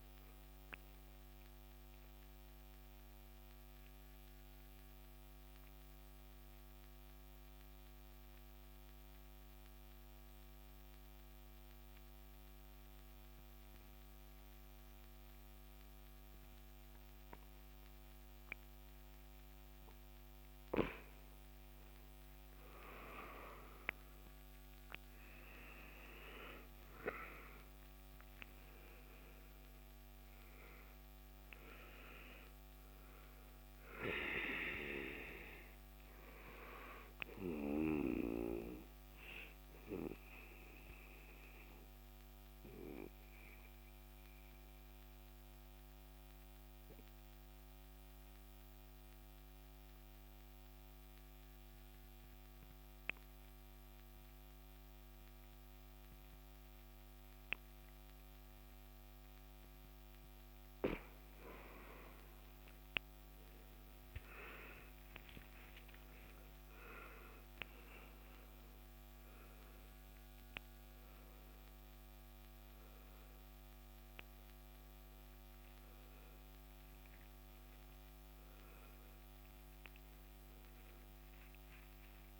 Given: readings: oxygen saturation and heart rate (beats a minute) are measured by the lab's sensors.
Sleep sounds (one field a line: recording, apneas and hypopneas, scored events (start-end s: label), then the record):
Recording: breathing in sleep by a microphone on the trachea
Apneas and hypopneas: 2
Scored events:
1.00-21.50 s: mixed apnea (oxygen 98% before, 90% lowest, heart rate 71 before, 66 extreme, up 6 after)
20.50-30.50 s: oxygen desaturation (device-marked, oxygen 98% before, 90% lowest, heart rate 68 before, 65 extreme)
24.00-29.00 s: arousal
38.00-61.50 s: mixed apnea (oxygen 98% before, 91% lowest, heart rate 71 before, 65 extreme, up 6 after)
55.50-62.50 s: oxygen desaturation (device-marked, oxygen 97% before, 91% lowest, heart rate 68 before, 68 extreme)
63.00-67.00 s: arousal
76.50-82.40 s: new sleep stage, N1 (lightest sleep)
From the record:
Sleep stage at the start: N2 (light sleep)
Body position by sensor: on the back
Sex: male